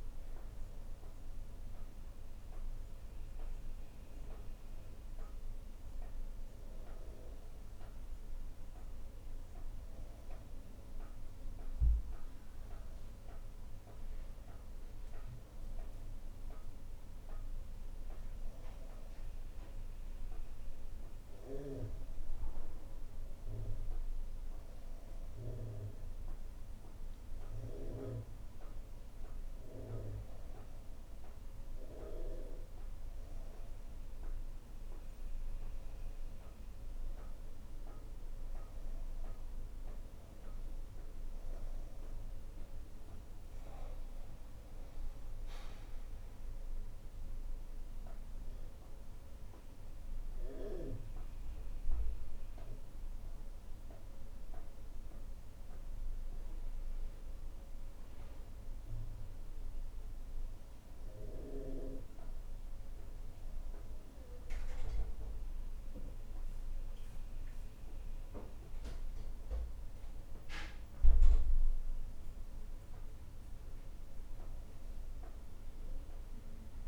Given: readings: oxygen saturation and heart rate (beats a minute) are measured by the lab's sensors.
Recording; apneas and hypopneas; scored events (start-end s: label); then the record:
breathing in sleep by a room microphone; none
1.50-76.87 s: new sleep stage, N2 (light sleep)
From the record:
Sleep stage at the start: N1 (lightest sleep); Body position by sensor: on the right side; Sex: female